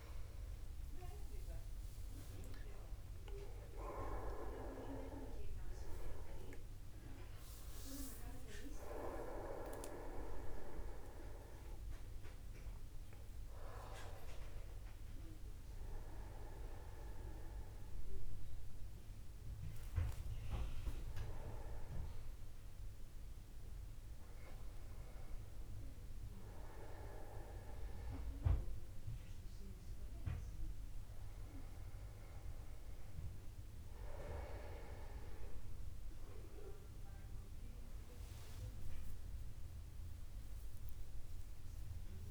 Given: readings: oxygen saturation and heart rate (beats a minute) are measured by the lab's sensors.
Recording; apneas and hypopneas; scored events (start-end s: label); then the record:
a person awake in a sleep study, by a room microphone; none
0.00-1.50 s: oxygen desaturation (device-marked, oxygen 92% lowest, heart rate 49 extreme)
40.50-42.31 s: long interval between heartbeats (device-marked, heart rate 53 before, 99 extreme)
From the record:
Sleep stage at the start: awake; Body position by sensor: upright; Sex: male